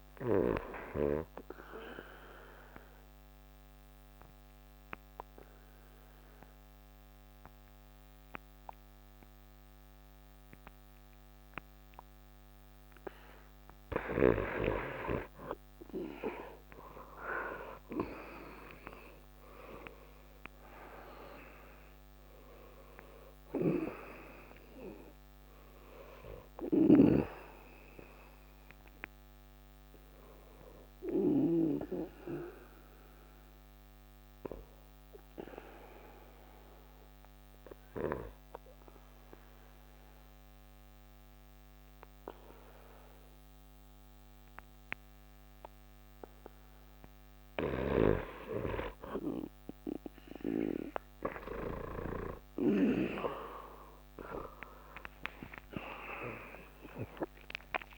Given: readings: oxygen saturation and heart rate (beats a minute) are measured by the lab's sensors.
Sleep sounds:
breathing in sleep by a microphone on the trachea; 2
0.00-2.00 s: oxygen desaturation (device-marked, oxygen 87% lowest)
2.00-14.50 s: obstructive apnea (oxygen 93% before, 88% lowest)
13.00-42.00 s: oxygen desaturation (device-marked, oxygen 97% before, 88% lowest)
16.50-20.00 s: arousal
27.00-32.00 s: snoring (device-marked)
33.50-48.00 s: obstructive apnea (oxygen 97% before, 87% lowest, heart rate 102 before, 65 extreme, up 19 after)
54.00-57.98 s: oxygen desaturation (device-marked, oxygen 97% before, 88% lowest, heart rate 75 before, 66 extreme)
55.50-57.98 s: arousal
From the record:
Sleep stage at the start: N2 (light sleep); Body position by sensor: on the right side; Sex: male

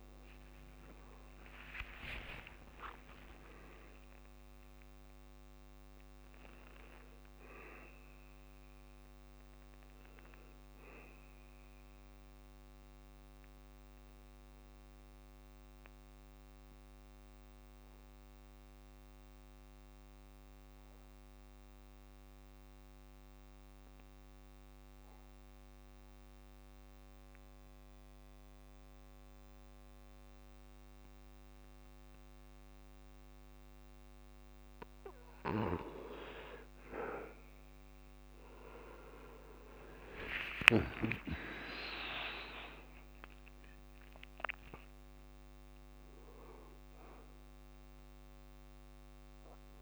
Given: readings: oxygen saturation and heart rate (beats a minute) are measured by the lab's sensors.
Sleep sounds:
breathing in sleep by a microphone on the trachea; 1
1.00-5.50 s: arousal
9.00-19.00 s: oxygen desaturation (device-marked, oxygen 97% before, 93% lowest, heart rate 81 before, 66 extreme)
13.50-34.50 s: mixed apnea (oxygen 98% before, 85% lowest, heart rate 83 before, 65 extreme, up 31 after)
33.00-49.82 s: oxygen desaturation (device-marked, oxygen 96% before, 85% lowest, heart rate 67 before, 65 extreme)
39.50-44.50 s: arousal
From the record:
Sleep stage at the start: N2 (light sleep); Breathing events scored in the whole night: 255 in 3.8 hours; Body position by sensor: on the back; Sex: male

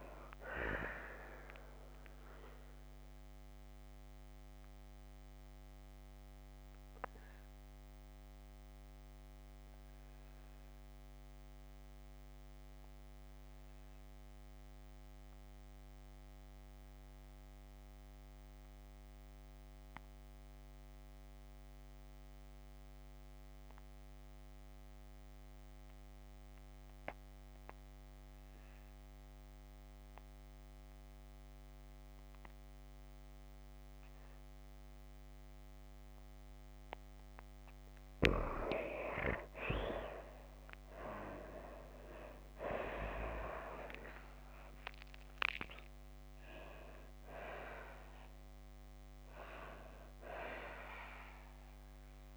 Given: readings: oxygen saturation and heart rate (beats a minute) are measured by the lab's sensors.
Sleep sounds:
breathing in sleep by a microphone on the trachea; 1
1.00-36.50 s: obstructive apnea (oxygen 97% before, 85% lowest, heart rate 58 before, 52 extreme, up 9 after)
22.00-40.00 s: oxygen desaturation (device-marked, oxygen 95% before, 85% lowest, heart rate 56 before, 52 extreme)
38.50-42.50 s: arousal
49.00-52.37 s: oxygen desaturation (device-marked, oxygen 96% before, 92% lowest, heart rate 58 before, 52 extreme)
From the record:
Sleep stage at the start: N2 (light sleep); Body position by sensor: on the back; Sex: female

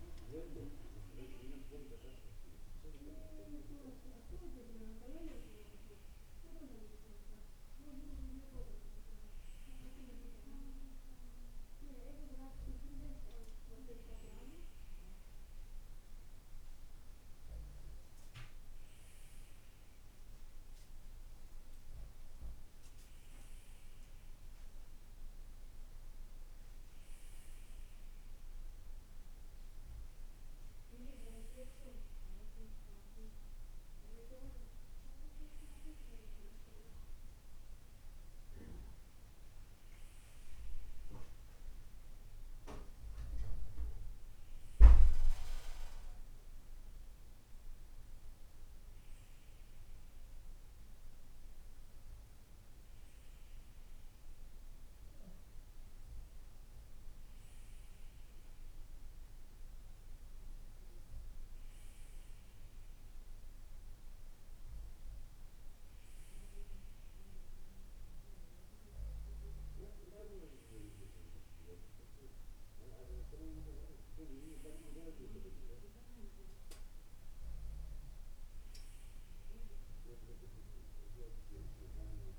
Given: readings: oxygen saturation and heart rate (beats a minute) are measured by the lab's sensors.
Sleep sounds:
breathing in sleep by a room microphone; none
none scored
From the record:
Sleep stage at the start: N2 (light sleep); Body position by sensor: on the right side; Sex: male

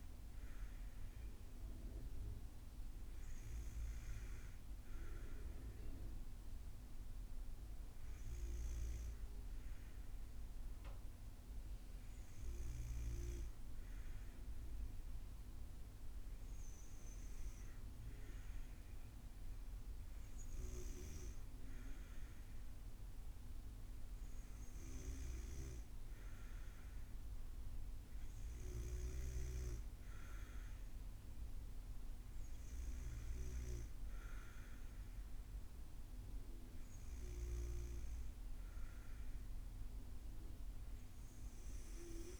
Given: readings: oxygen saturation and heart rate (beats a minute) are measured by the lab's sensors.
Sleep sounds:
breathing in sleep by a room microphone; none
none scored
From the record:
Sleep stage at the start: N2 (light sleep); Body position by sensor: on the back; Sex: female

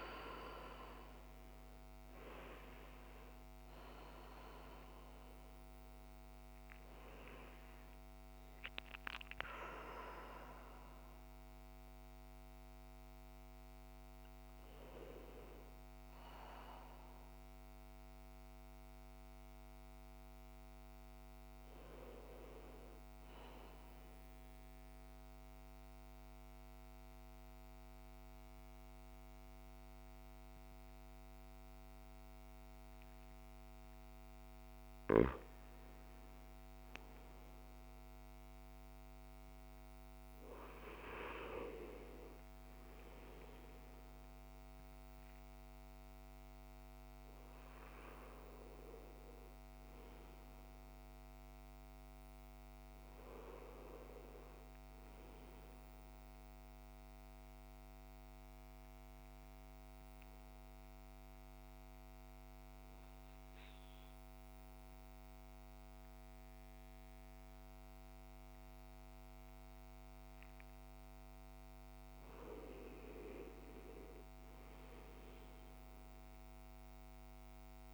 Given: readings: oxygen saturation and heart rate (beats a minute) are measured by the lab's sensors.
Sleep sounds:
a person partly awake in a sleep study, by a microphone on the trachea; 2
0.00-13.50 s: oxygen desaturation (device-marked, oxygen 85% lowest, heart rate 53 extreme)
15.50-45.50 s: new sleep stage, N1 (lightest sleep)
24.50-34.50 s: central apnea (oxygen 99% before, 90% lowest, heart rate 70 before, 53 extreme, up 7 after)
36.50-39.50 s: arousal
45.50-57.50 s: oxygen desaturation (device-marked, oxygen 96% before, 91% lowest, heart rate 58 before, 54 extreme)
45.50-77.94 s: new sleep stage, N2 (light sleep)
56.50-71.00 s: obstructive apnea (oxygen 98% before, 90% lowest, heart rate 60 before, 52 extreme, up 6 after)
72.50-76.00 s: arousal
75.50-77.94 s: oxygen desaturation (device-marked, oxygen 97% before, 90% lowest, heart rate 58 before, 52 extreme)
From the record:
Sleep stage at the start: awake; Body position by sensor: on the back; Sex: male

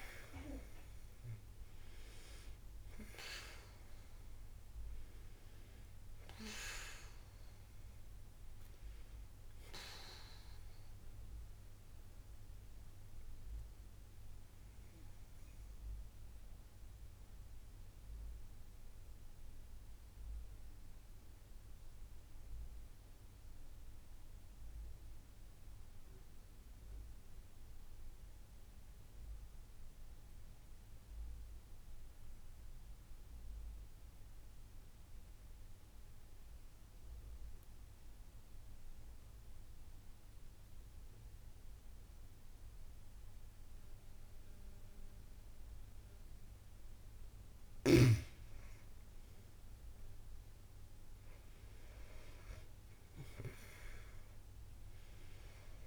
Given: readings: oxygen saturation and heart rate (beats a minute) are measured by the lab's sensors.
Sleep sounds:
breathing in sleep by a room microphone; 1
0.00-1.00 s: arousal
0.00-29.50 s: oxygen desaturation (device-marked, oxygen 88% lowest)
18.50-45.50 s: mixed apnea (oxygen 94% before, 88% lowest)
47.50-55.87 s: oxygen desaturation (device-marked, oxygen 96% before, 89% lowest)
48.50-54.00 s: arousal
From the record:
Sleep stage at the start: N2 (light sleep); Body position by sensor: on the back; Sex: female

